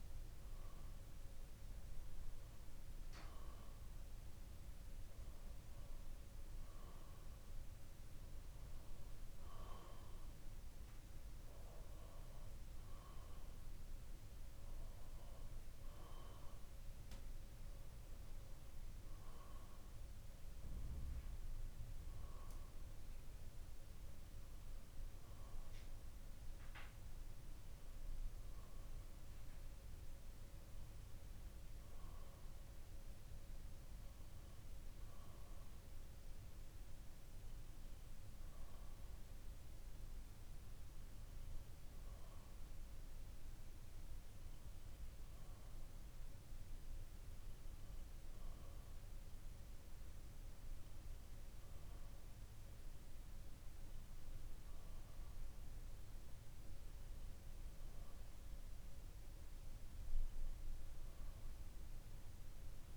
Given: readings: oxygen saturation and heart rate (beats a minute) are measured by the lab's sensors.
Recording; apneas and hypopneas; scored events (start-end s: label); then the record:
breathing in sleep, hard to hear, by a room microphone; none
none scored
From the record:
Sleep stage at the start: N2 (light sleep); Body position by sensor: on the back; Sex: male